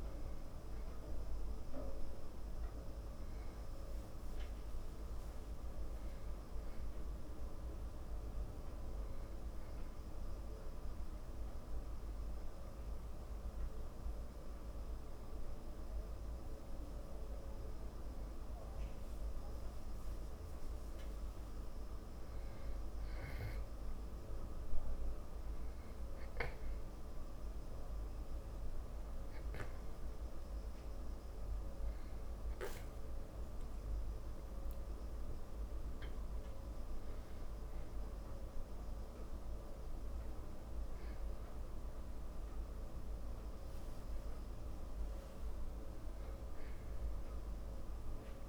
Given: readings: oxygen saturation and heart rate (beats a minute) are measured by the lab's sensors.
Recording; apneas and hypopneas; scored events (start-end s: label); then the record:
breathing in sleep, hard to hear, by a room microphone; 1
10.50-21.50 s: hypopnea (oxygen 97% before, 93% lowest, heart rate 55 before, 47 extreme, up 6 after)
16.50-48.49 s: new sleep stage, N2 (light sleep)
23.50-28.00 s: arousal
From the record:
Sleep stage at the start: N1 (lightest sleep); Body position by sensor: on the back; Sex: male